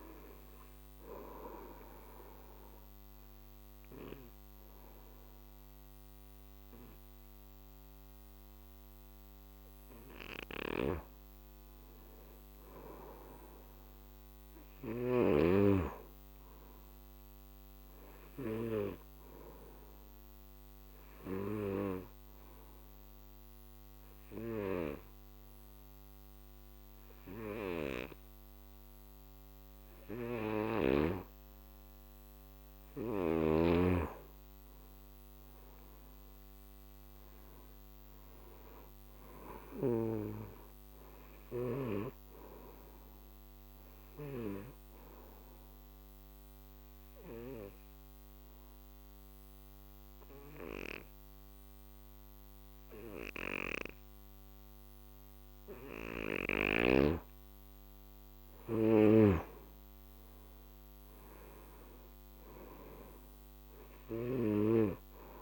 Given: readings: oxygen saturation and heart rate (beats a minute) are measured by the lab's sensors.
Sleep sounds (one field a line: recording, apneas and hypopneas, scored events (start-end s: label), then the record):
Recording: breathing in sleep by a microphone on the trachea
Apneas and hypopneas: 3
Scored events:
0.00-14.50 s: oxygen desaturation (device-marked, oxygen 86% lowest, heart rate 48 extreme)
1.50-12.00 s: obstructive apnea (oxygen 98% before, 86% lowest, heart rate 61 before, 48 extreme, up 12 after)
10.50-15.00 s: snoring (device-marked)
13.50-16.50 s: arousal
19.50-32.00 s: obstructive apnea (oxygen 98% before, 86% lowest, heart rate 58 before, 50 extreme, up 20 after)
22.50-31.50 s: oxygen desaturation (device-marked, oxygen 97% before, 93% lowest, heart rate 56 before, 51 extreme)
30.00-33.50 s: snoring (device-marked)
36.00-39.00 s: arousal
39.50-56.50 s: oxygen desaturation (device-marked, oxygen 96% before, 88% lowest, heart rate 58 before, 51 extreme)
44.50-57.50 s: obstructive apnea (oxygen 97% before, 86% lowest, heart rate 60 before, 52 extreme, up 19 after)
59.00-65.42 s: snoring (device-marked)
60.50-63.50 s: arousal
From the record:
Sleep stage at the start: N2 (light sleep)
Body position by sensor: on the back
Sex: male